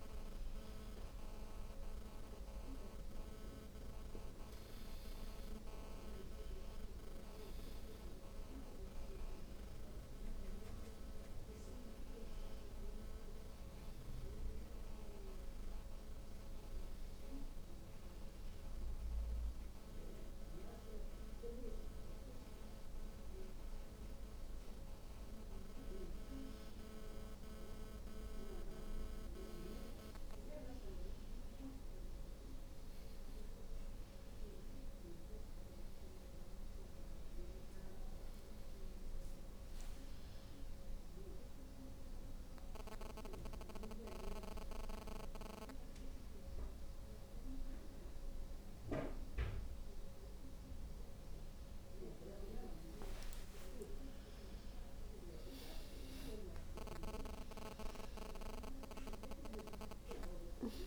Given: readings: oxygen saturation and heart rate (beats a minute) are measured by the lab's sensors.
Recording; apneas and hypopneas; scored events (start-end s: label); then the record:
a person awake in a sleep study, by a room microphone; none
none scored
From the record:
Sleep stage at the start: awake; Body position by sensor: on the back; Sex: female